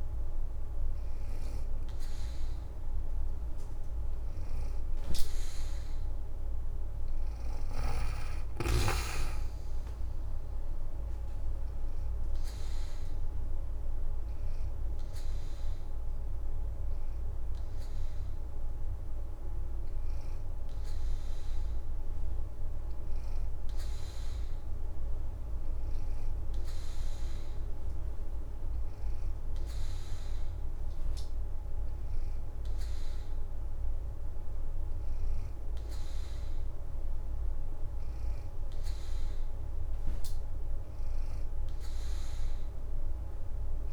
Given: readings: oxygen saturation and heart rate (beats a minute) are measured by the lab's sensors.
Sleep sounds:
breathing in sleep, hard to hear, by a room microphone; 1
12.50-23.00 s: hypopnea (oxygen 88% before, 84% lowest, heart rate 76 before, 59 extreme, up 22 after)
15.00-33.00 s: oxygen desaturation (device-marked, oxygen 88% before, 84% lowest, heart rate 76 before, 66 extreme)
27.00-30.00 s: arousal
From the record:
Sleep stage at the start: N2 (light sleep); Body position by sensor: on the back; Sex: female

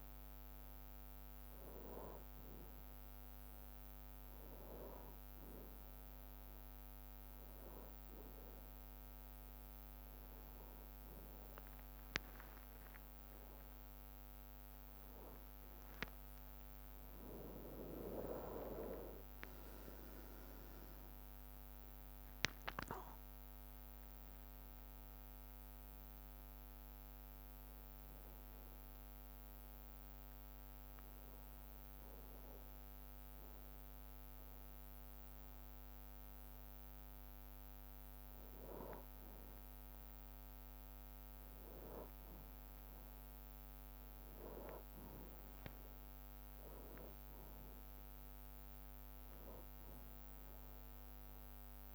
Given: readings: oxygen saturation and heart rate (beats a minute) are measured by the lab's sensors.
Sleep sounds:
breathing in sleep by a microphone on the trachea; none
12.00-14.00 s: long interval between heartbeats (device-marked, heart rate 62 before, 78 extreme)
13.00-17.50 s: arousal
22.50-36.50 s: drop in pulse transit time (device-marked, heart rate 67 before, 62 extreme)
39.50-41.50 s: long interval between heartbeats (device-marked, heart rate 63 before, 63 extreme)
50.50-51.95 s: bradycardia (device-marked, heart rate 62 before, 59 extreme)
From the record:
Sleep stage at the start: N2 (light sleep); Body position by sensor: on the back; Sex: male

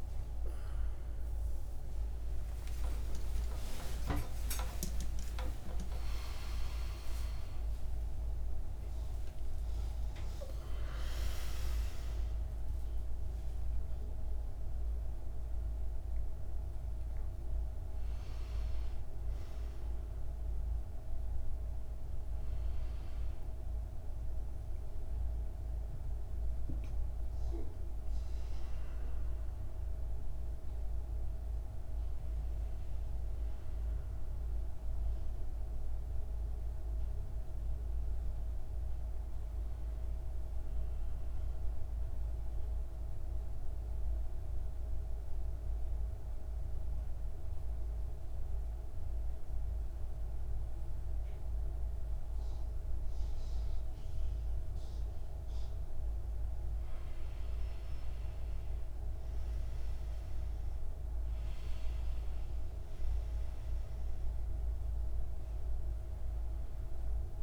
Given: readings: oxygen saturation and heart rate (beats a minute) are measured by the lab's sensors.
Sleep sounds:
a person awake in a sleep study, by a room microphone; 1
0.00-9.00 s: oxygen desaturation (device-marked, oxygen 76% lowest, heart rate 52 extreme)
37.00-67.00 s: new sleep stage, N1 (lightest sleep)
42.00-55.50 s: central apnea (oxygen 100% before, 87% lowest, heart rate 69 before, 55 extreme, up 10 after)
46.00-67.43 s: oxygen desaturation (device-marked, oxygen 99% before, 87% lowest, heart rate 64 before, 55 extreme)
58.00-62.00 s: arousal
67.00-67.43 s: new sleep stage, N2 (light sleep)
From the record:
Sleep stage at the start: awake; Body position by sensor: on the right side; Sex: male

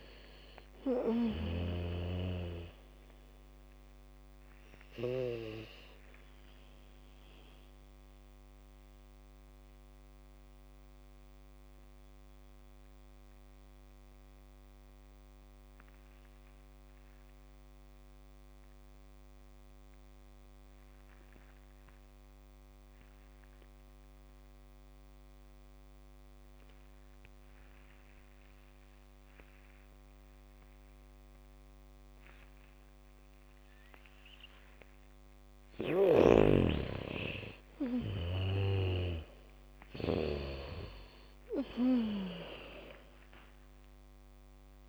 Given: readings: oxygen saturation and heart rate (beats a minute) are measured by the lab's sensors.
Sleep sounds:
breathing in sleep by a microphone on the trachea; 1
0.00-19.50 s: oxygen desaturation (device-marked, oxygen 81% lowest, heart rate 40 extreme)
8.50-34.50 s: mixed apnea (oxygen 96% before, 80% lowest, heart rate 67 before, 40 extreme)
30.50-41.50 s: bradycardia (device-marked, heart rate 73 before, 40 extreme)
32.50-44.88 s: oxygen desaturation (device-marked, oxygen 99% before, 80% lowest, heart rate 78 before, 36 extreme)
37.00-42.50 s: arousal
From the record:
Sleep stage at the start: N2 (light sleep); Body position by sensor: on the back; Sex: female

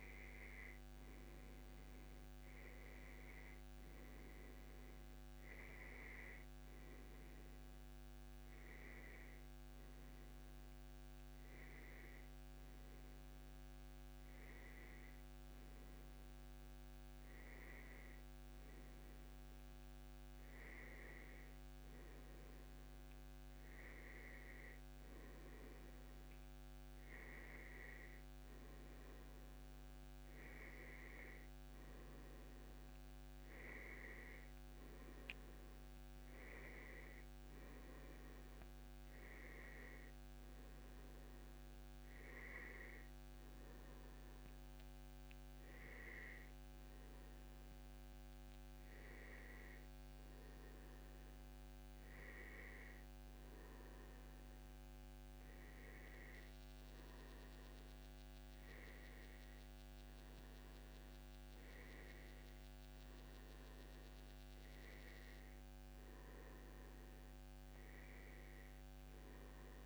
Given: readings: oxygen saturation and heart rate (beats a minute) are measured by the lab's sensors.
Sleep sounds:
breathing in sleep by a microphone on the trachea; none
none scored
From the record:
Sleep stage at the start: N2 (light sleep); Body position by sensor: on the back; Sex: male

